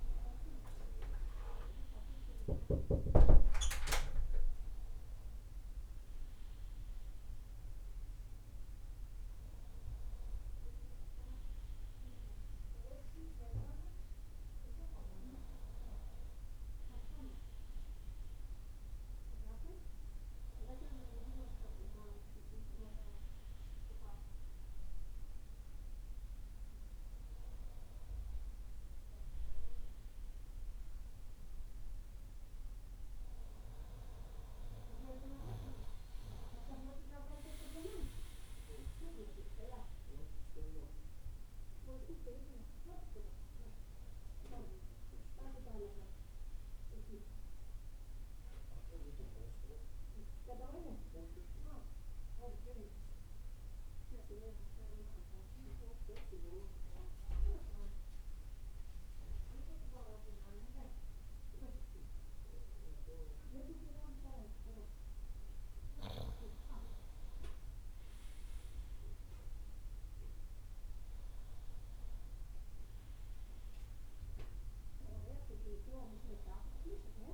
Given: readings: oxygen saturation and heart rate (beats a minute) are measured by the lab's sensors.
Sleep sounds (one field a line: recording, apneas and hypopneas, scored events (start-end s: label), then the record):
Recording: a person partly awake in a sleep study, by a room microphone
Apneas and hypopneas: 1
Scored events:
30.00-60.00 s: new sleep stage, N1 (lightest sleep)
46.50-65.00 s: central apnea (oxygen 97% before, 93% lowest, heart rate 65 before, 61 extreme, up 10 after)
60.00-77.34 s: new sleep stage, N2 (light sleep)
67.00-72.00 s: arousal
69.00-77.34 s: oxygen desaturation (device-marked, oxygen 99% before, 93% lowest, heart rate 65 before, 63 extreme)
From the record:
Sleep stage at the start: awake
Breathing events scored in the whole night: 519 in 6.8 hours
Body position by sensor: on the right side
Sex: male